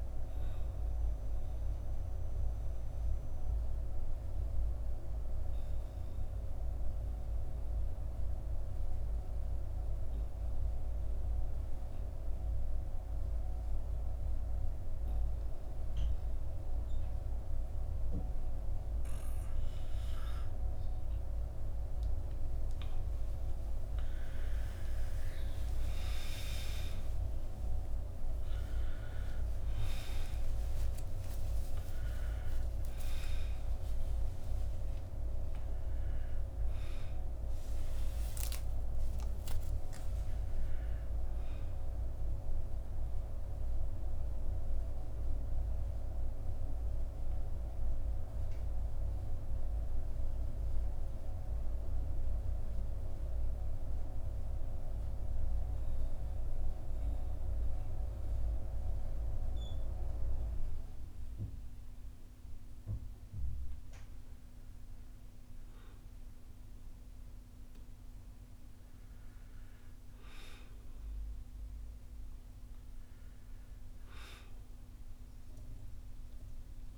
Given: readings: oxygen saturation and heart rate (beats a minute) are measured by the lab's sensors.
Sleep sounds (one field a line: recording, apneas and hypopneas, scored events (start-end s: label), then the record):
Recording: breathing in sleep by a room microphone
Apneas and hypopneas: 2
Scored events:
0.00-4.00 s: oxygen desaturation (device-marked, oxygen 91% lowest, heart rate 48 extreme)
1.50-22.50 s: mixed apnea (oxygen 96% before, 93% lowest, heart rate 54 before, 46 extreme, up 10 after)
24.50-30.50 s: arousal
44.50-65.00 s: mixed apnea (oxygen 100% before, 91% lowest, heart rate 63 before, 44 extreme, up 7 after)
47.00-56.00 s: oxygen desaturation (device-marked, oxygen 100% before, 93% lowest, heart rate 62 before, 50 extreme)
66.50-71.00 s: arousal
69.00-76.98 s: oxygen desaturation (device-marked, oxygen 98% before, 93% lowest, heart rate 51 before, 52 extreme)
From the record:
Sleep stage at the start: N2 (light sleep)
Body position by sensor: on the back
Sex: male